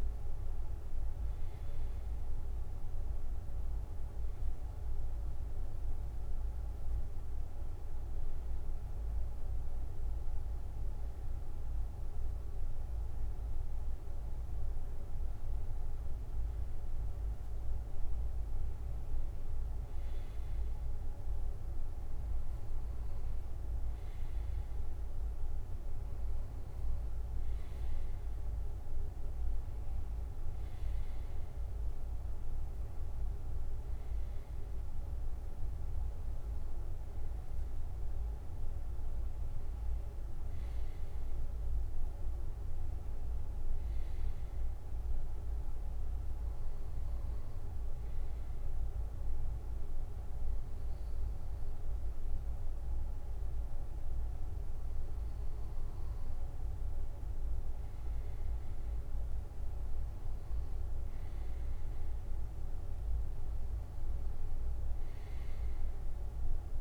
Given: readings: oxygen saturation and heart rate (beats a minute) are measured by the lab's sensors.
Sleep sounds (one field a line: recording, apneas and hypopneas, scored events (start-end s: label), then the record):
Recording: breathing in sleep, hard to hear, by a room microphone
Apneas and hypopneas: 2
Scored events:
5.00-16.50 s: hypopnea (oxygen 99% before, 95% lowest, heart rate 73 before, 61 extreme, up 1 after)
16.00-38.00 s: oxygen desaturation (device-marked, oxygen 98% before, 95% lowest, heart rate 65 before, 57 extreme)
20.00-23.00 s: arousal
28.00-66.81 s: new sleep stage, N2 (light sleep)
47.50-57.50 s: hypopnea (oxygen 97% before, 95% lowest, heart rate 61 before, 56 extreme, up 7 after)
56.50-58.50 s: long interval between heartbeats (device-marked, heart rate 60 before, 61 extreme)
58.50-62.00 s: arousal
From the record:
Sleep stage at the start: N1 (lightest sleep)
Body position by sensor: on the right side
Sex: male